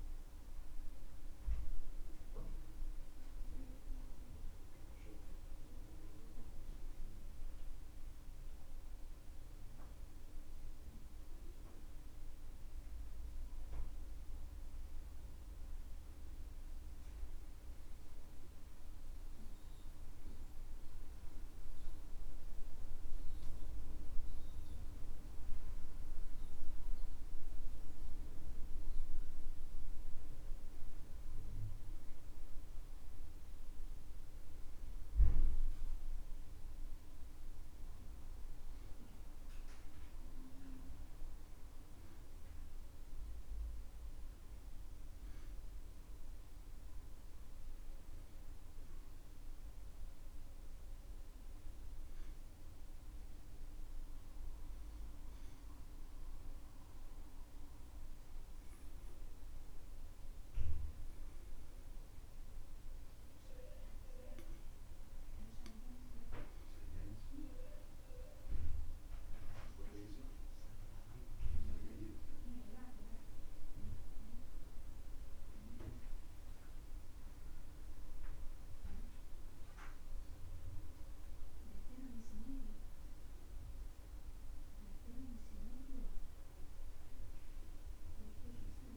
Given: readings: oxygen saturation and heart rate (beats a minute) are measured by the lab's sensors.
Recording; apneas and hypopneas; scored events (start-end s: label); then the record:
breathing in sleep by a room microphone; 1
55.50-65.50 s: obstructive apnea (oxygen 97% before, 91% lowest, heart rate 70 before, 69 extreme, up 5 after)
68.50-72.50 s: arousal
From the record:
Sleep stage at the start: REM sleep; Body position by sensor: on the back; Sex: male